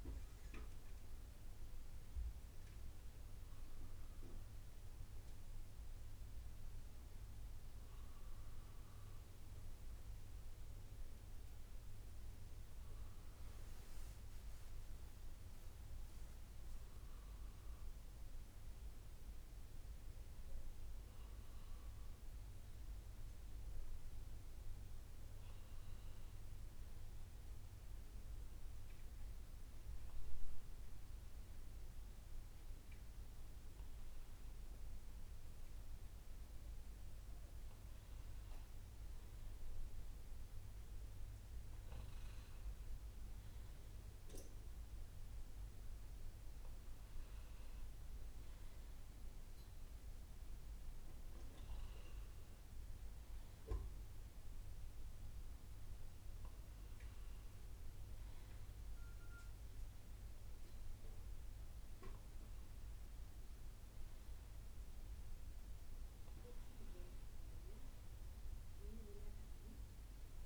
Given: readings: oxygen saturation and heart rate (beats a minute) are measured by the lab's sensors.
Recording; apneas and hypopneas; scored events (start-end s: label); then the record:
breathing in sleep, hard to hear, by a room microphone; none
16.00-18.00 s: long interval between heartbeats (device-marked, heart rate 63 before, 74 extreme)
23.00-70.46 s: new sleep stage, N2 (light sleep)
56.00-61.50 s: arousal
From the record:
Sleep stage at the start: N1 (lightest sleep); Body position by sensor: on the right side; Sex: male